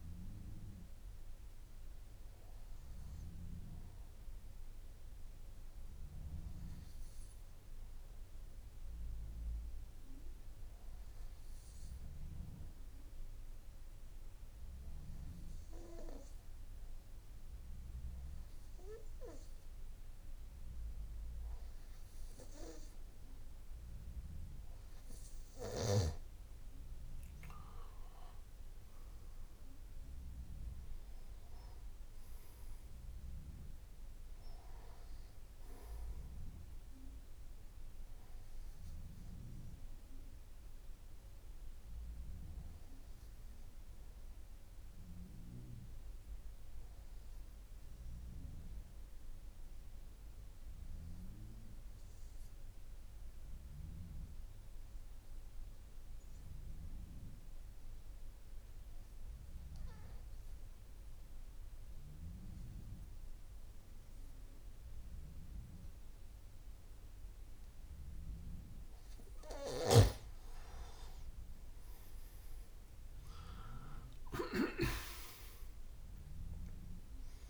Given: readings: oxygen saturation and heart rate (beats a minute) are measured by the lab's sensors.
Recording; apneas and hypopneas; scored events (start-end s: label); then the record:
breathing in sleep by a room microphone; 2
0.00-12.00 s: oxygen desaturation (device-marked, oxygen 93% lowest, heart rate 54 extreme)
7.00-21.50 s: hypopnea (oxygen 96% before, 93% lowest, heart rate 56 before, 55 extreme, up 4 after)
49.00-67.00 s: obstructive apnea (oxygen 97% before, 89% lowest, heart rate 59 before, 55 extreme, up 9 after)
75.00-77.50 s: oxygen desaturation (device-marked, oxygen 97% before, 89% lowest, heart rate 57 before, 53 extreme)
From the record:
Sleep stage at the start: N2 (light sleep); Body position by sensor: on the back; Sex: male